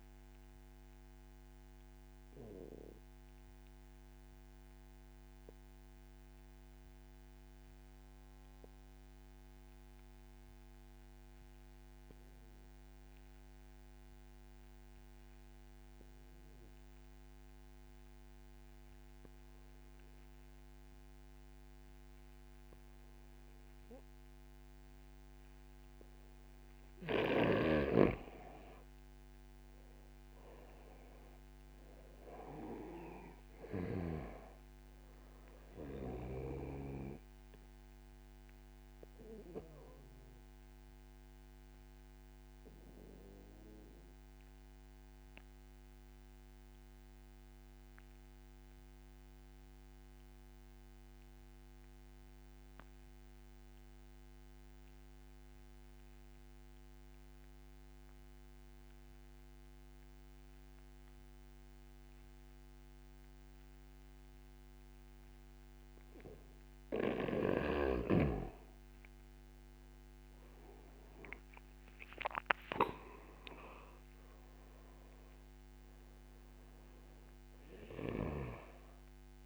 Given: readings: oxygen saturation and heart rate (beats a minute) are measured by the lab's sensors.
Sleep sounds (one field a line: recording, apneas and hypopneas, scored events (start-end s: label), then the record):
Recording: breathing in sleep by a microphone on the trachea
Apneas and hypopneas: 2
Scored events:
0.00-13.50 s: oxygen desaturation (device-marked, oxygen 89% lowest)
0.50-26.00 s: obstructive apnea (oxygen 96% before, 86% lowest)
26.50-52.50 s: oxygen desaturation (device-marked, oxygen 96% before, 86% lowest)
29.00-32.00 s: arousal
40.50-65.00 s: obstructive apnea (oxygen 97% before, 86% lowest, heart rate 55 before, 58 extreme, up 21 after)
66.50-79.46 s: oxygen desaturation (device-marked, oxygen 97% before, 88% lowest, heart rate 67 before, 54 extreme)
69.50-74.00 s: arousal
From the record:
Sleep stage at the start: N2 (light sleep)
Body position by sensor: on the back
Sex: male